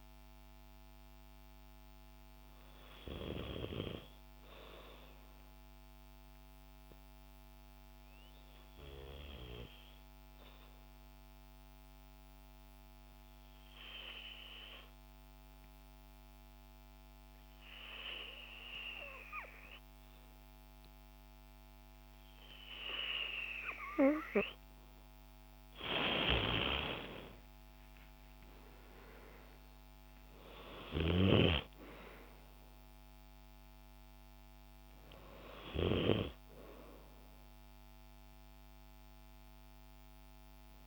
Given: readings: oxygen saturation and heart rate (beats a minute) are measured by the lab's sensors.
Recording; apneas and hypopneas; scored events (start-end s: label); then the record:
breathing in sleep by a microphone on the trachea; 1
0.00-12.50 s: oxygen desaturation (device-marked, oxygen 92% lowest, heart rate 63 extreme)
5.00-24.50 s: obstructive apnea (oxygen 96% before, 92% lowest, heart rate 73 before, 52 extreme, up 25 after)
25.50-40.87 s: oxygen desaturation (device-marked, oxygen 97% before, 92% lowest, heart rate 82 before, 52 extreme)
26.00-30.00 s: arousal
From the record:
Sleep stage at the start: N2 (light sleep); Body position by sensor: on the back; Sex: female